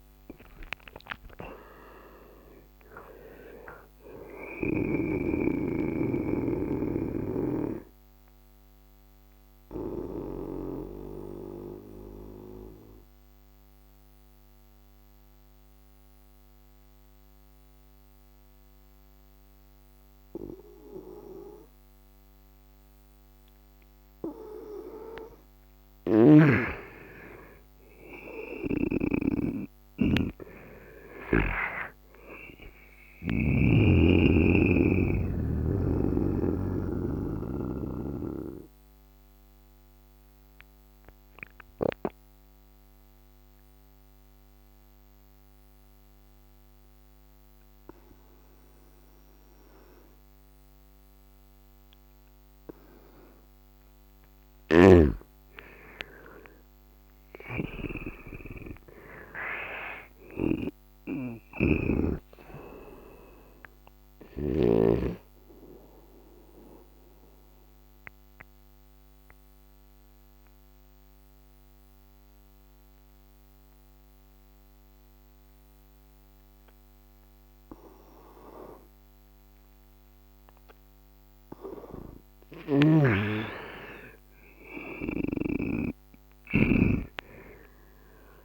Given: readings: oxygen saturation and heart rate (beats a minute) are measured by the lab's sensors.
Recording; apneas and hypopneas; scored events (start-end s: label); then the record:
breathing in sleep by a microphone on the trachea; 3
0.00-22.00 s: oxygen desaturation (device-marked, oxygen 99% before, 85% lowest, heart rate 75 before, 67 extreme)
6.00-23.50 s: obstructive apnea (oxygen 99% before, 85% lowest, heart rate 78 before, 67 extreme, up 5 after)
23.00-25.00 s: long interval between heartbeats (device-marked, heart rate 74 before, 70 extreme)
25.50-29.00 s: snoring (device-marked)
26.50-31.00 s: arousal
32.00-53.00 s: oxygen desaturation (device-marked, oxygen 100% before, 88% lowest, heart rate 69 before, 68 extreme)
36.00-53.50 s: obstructive apnea (oxygen 100% before, 86% lowest, heart rate 70 before, 72 extreme, up 8 after)
54.00-64.50 s: snoring (device-marked)
55.00-60.00 s: arousal
61.00-78.00 s: oxygen desaturation (device-marked, oxygen 99% before, 87% lowest, heart rate 75 before, 71 extreme)
65.50-80.50 s: obstructive apnea (oxygen 99% before, 84% lowest, heart rate 76 before, 71 extreme, up 4 after)
82.50-87.50 s: arousal
83.00-88.45 s: oxygen desaturation (device-marked, oxygen 99% before, 86% lowest, heart rate 76 before, 69 extreme)
From the record:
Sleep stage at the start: N2 (light sleep); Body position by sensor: on the right side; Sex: male